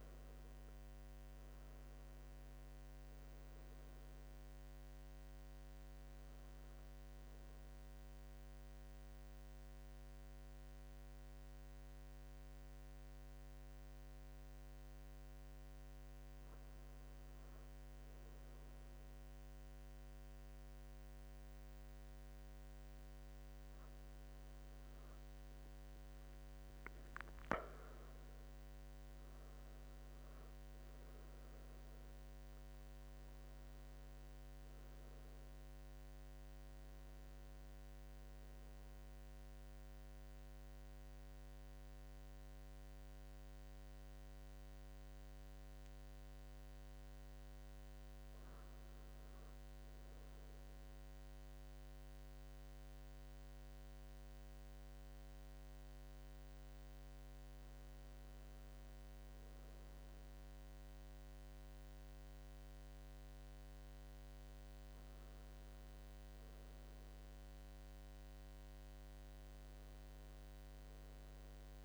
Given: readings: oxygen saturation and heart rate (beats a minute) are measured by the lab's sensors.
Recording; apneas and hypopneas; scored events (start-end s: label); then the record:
breathing in sleep, hard to hear, by a microphone on the trachea; 1
28.00-32.50 s: arousal
38.00-48.50 s: central apnea (oxygen 97% before, 92% lowest, heart rate 78 before, 66 extreme, up 5 after)
50.50-54.00 s: arousal
From the record:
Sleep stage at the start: N2 (light sleep); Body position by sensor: on the right side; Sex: male